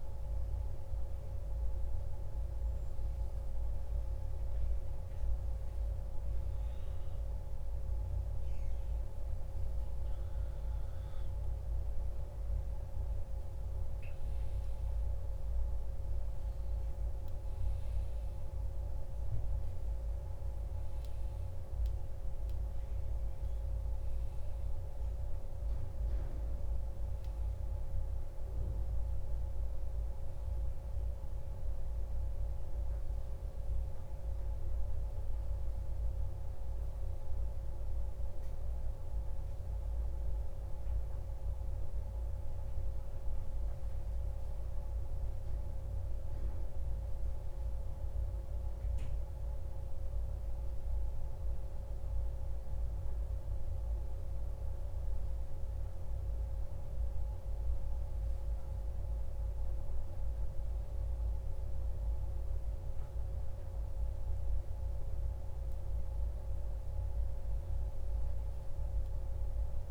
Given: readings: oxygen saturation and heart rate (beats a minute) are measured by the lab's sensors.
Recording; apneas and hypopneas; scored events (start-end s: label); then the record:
breathing in sleep, hard to hear, by a room microphone; none
none scored
From the record:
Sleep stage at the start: N1 (lightest sleep); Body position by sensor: on the back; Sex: male